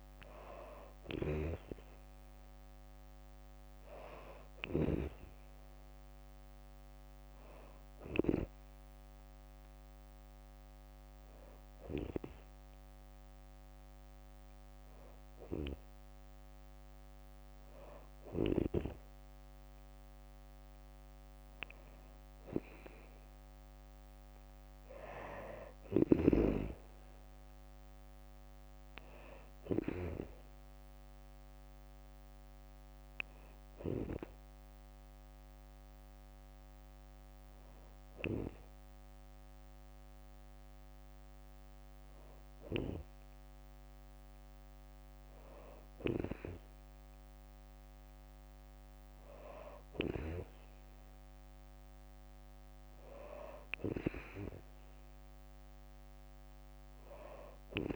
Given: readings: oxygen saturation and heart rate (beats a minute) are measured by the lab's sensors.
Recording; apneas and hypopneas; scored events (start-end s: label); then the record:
breathing in sleep by a microphone on the trachea; none
0.00-4.50 s: snoring (device-marked)
0.00-11.00 s: drop in pulse transit time (device-marked, heart rate 67 extreme)
From the record:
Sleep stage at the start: N2 (light sleep); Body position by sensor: on the back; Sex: female